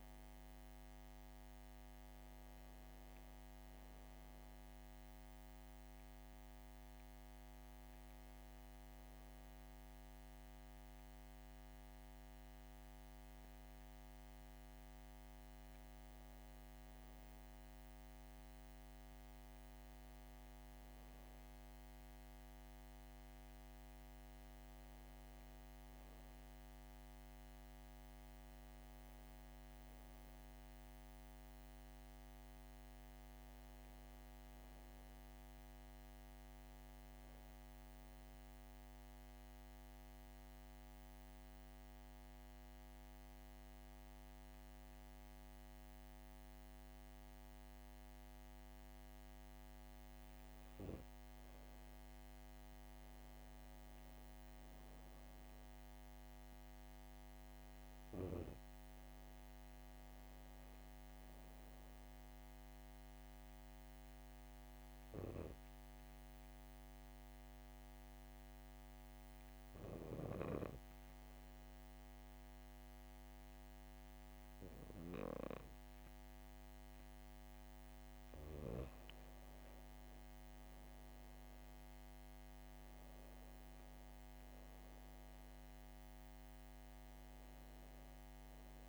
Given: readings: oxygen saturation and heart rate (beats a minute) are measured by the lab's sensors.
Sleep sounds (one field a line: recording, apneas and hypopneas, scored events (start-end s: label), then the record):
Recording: breathing in sleep, hard to hear, by a microphone on the trachea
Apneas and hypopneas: 2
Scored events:
29.50-34.50 s: arousal
39.50-50.50 s: hypopnea (oxygen 97% before, 94% lowest, heart rate 63 before, 60 extreme, up 5 after)
52.50-55.50 s: arousal
54.00-73.00 s: oxygen desaturation (device-marked, oxygen 97% before, 94% lowest, heart rate 63 before, 60 extreme)
65.00-77.50 s: hypopnea (oxygen 97% before, 94% lowest, heart rate 62 before, 60 extreme, up 6 after)
79.50-83.50 s: arousal
From the record:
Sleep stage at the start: N2 (light sleep)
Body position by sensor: on the back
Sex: female